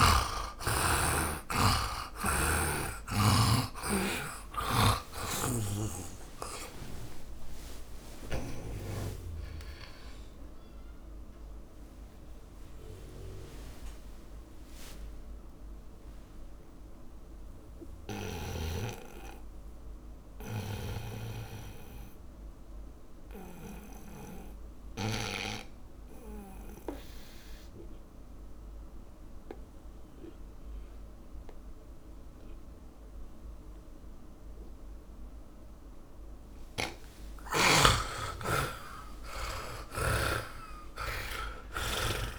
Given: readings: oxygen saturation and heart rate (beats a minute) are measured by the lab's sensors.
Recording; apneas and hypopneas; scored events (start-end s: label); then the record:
breathing in sleep by a room microphone; 1
0.00-27.00 s: oxygen desaturation (device-marked, oxygen 81% lowest, heart rate 56 extreme)
3.00-8.00 s: tachycardia (device-marked, heart rate 69 before, 118 extreme)
4.50-9.50 s: arousal
5.00-9.00 s: snoring (device-marked)
15.50-37.50 s: obstructive apnea (oxygen 100% before, 81% lowest)
18.00-20.00 s: tachycardia (device-marked, heart rate 69 before, 108 extreme)
20.50-24.00 s: snoring (device-marked)
26.00-42.39 s: tachycardia (device-marked, heart rate 69 before, 150 extreme)
37.00-40.50 s: snoring (device-marked)
38.50-42.39 s: arousal
From the record:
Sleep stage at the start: N2 (light sleep); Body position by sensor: on the back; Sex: male